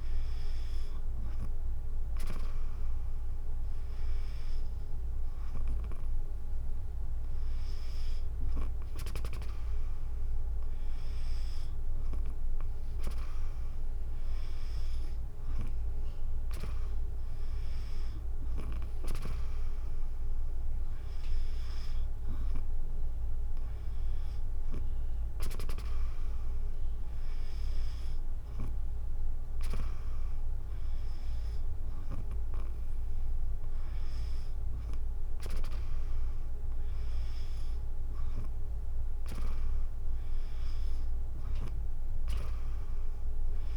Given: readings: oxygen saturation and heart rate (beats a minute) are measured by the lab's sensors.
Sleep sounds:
breathing in sleep by a room microphone; none
none scored
From the record:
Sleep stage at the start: N2 (light sleep); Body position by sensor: on the back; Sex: female

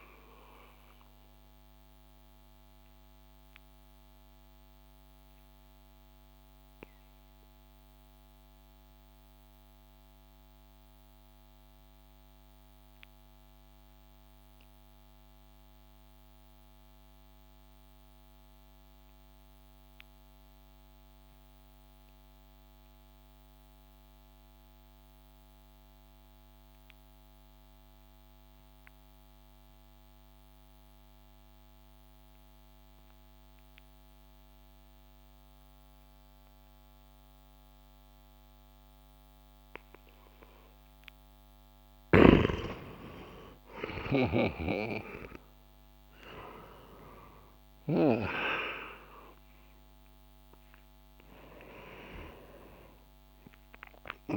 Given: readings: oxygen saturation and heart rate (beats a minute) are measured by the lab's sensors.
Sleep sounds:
breathing in sleep by a microphone on the trachea; 1
0.00-18.50 s: oxygen desaturation (device-marked, oxygen 90% lowest)
2.00-42.00 s: mixed apnea (oxygen 97% before, 90% lowest)
37.50-52.50 s: oxygen desaturation (device-marked, oxygen 97% before, 93% lowest)
43.50-48.00 s: arousal
From the record:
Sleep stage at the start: N2 (light sleep); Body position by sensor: on the back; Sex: male

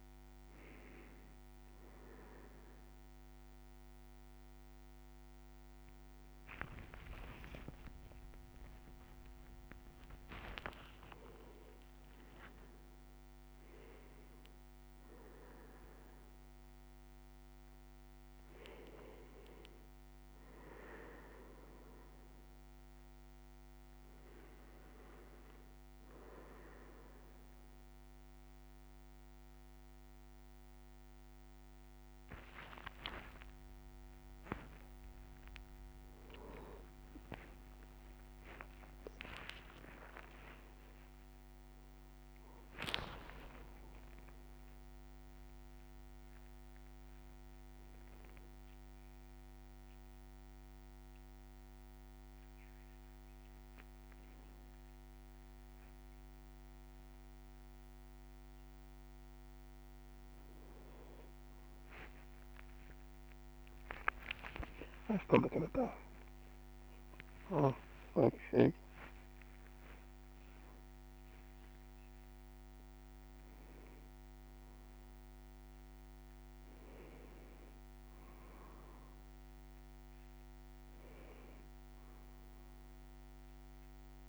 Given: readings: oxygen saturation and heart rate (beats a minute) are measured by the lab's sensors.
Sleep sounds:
a person awake in a sleep study, by a microphone on the trachea; none
6.50-13.50 s: leg movement (device-marked)
35.00-44.00 s: leg movement (device-marked)
63.00-68.50 s: leg movement (device-marked)
69.00-72.00 s: leg movement (device-marked)
From the record:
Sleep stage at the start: awake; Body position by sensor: on the back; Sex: male

